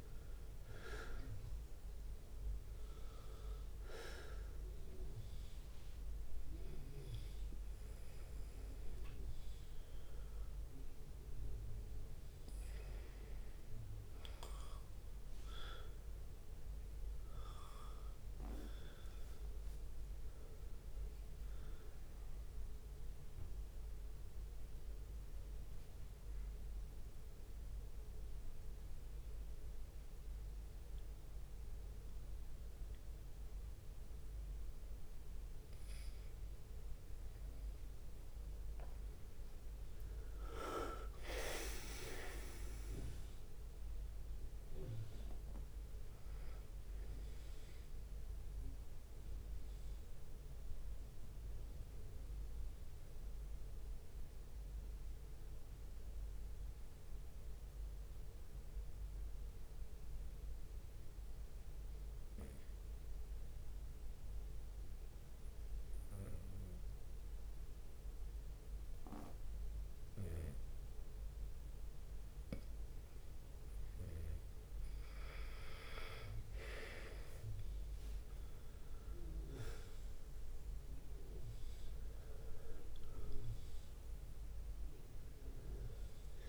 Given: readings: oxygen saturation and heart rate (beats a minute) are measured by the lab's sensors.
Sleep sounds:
breathing in sleep by a room microphone; 1
1.00-19.00 s: oxygen desaturation (device-marked, oxygen 94% before, 89% lowest, heart rate 72 before, 68 extreme)
25.00-29.00 s: arousal
25.50-27.00 s: leg movement (device-marked)
31.50-33.00 s: leg movement (device-marked)
35.00-37.00 s: leg movement (device-marked)
40.50-44.50 s: leg movement (device-marked)
43.00-55.00 s: drop in pulse transit time (device-marked, heart rate 69 before, 65 extreme)
48.00-67.00 s: oxygen desaturation (device-marked, oxygen 97% before, 94% lowest, heart rate 71 before, 63 extreme)
50.50-74.00 s: obstructive apnea (oxygen 97% before, 91% lowest, heart rate 71 before, 63 extreme, up 5 after)
65.00-66.00 s: leg movement (device-marked)
70.00-73.00 s: leg movement (device-marked)
74.00-82.50 s: leg movement (device-marked)
76.50-82.00 s: arousal
79.00-86.49 s: oxygen desaturation (device-marked, oxygen 98% before, 91% lowest, heart rate 67 before, 68 extreme)
From the record:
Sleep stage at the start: N2 (light sleep); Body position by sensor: on the right side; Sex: male

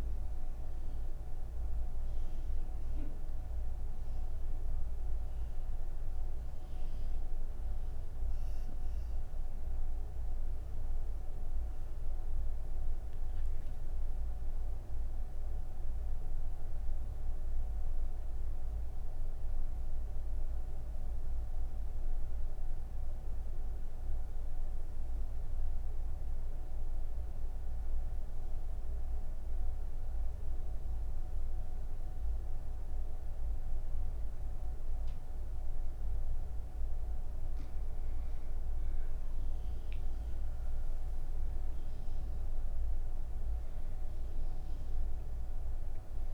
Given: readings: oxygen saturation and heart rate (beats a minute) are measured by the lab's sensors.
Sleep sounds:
breathing in sleep, hard to hear, by a room microphone; none
0.00-19.50 s: oxygen desaturation (device-marked, oxygen 88% lowest)
43.50-46.34 s: oxygen desaturation (device-marked, oxygen 98% before, 89% lowest)
From the record:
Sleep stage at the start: N3 (deep sleep); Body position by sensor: on the right side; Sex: female

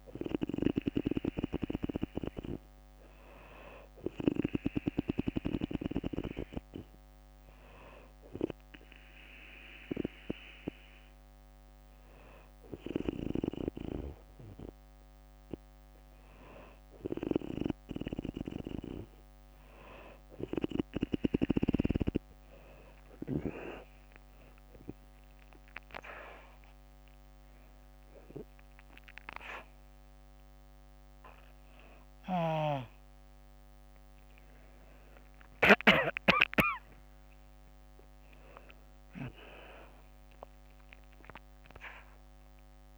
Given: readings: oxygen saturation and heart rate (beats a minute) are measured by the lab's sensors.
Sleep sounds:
a person awake in a sleep study, by a microphone on the trachea; none
15.50-42.98 s: new sleep stage, awake
21.50-30.50 s: drop in pulse transit time (device-marked, heart rate 63 before, 64 extreme)
From the record:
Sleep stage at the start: N2 (light sleep); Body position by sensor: on the back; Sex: female

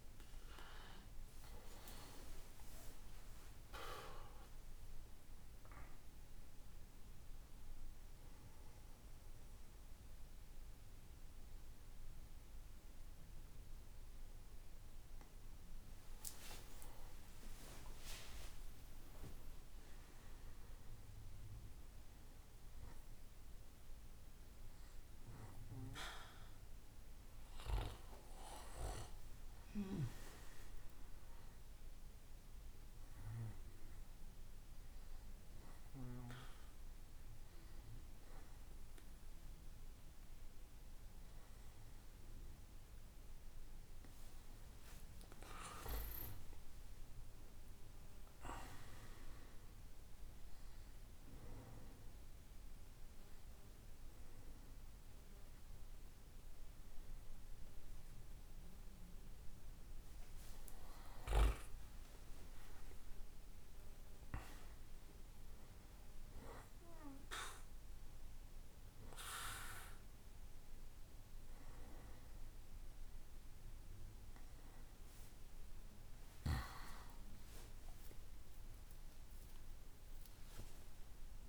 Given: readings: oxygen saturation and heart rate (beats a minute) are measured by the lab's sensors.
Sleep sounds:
breathing in sleep by a room microphone; 4
1.50-5.00 s: arousal
6.50-16.50 s: obstructive apnea (oxygen 95% before, 94% lowest, heart rate 75 before, 61 extreme, up 12 after)
17.50-22.50 s: arousal
32.50-45.00 s: obstructive apnea (oxygen 96% before, 93% lowest, heart rate 68 before, 63 extreme, up 12 after)
46.00-48.50 s: arousal
50.50-60.50 s: obstructive apnea (oxygen 96% before, 93% lowest, heart rate 68 before, 67 extreme, up 11 after)
62.00-64.50 s: arousal
66.00-76.00 s: obstructive apnea (oxygen 96% before, 93% lowest, heart rate 71 before, 69 extreme, up 9 after)
72.50-81.49 s: new sleep stage, awake
From the record:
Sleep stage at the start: N1 (lightest sleep); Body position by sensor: on the back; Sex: male

